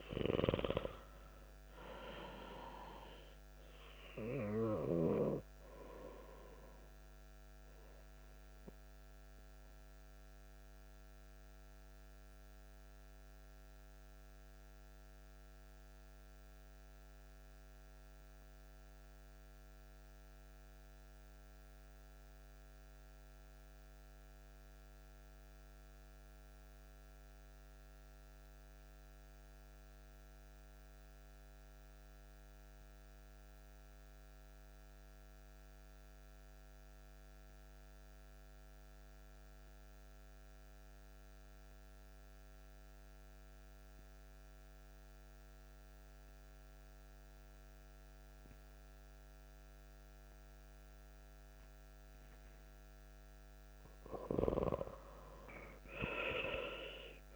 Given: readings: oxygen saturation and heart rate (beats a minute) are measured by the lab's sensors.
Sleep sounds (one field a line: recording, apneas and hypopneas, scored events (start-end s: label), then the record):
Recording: breathing in sleep by a microphone on the trachea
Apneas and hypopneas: 1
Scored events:
0.00-18.00 s: oxygen desaturation (device-marked, oxygen 93% lowest)
6.00-51.50 s: mixed apnea (oxygen 97% before, 89% lowest)
43.00-57.36 s: oxygen desaturation (device-marked, oxygen 96% before, 89% lowest)
53.50-57.36 s: arousal
From the record:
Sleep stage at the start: N2 (light sleep)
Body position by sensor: on the back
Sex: male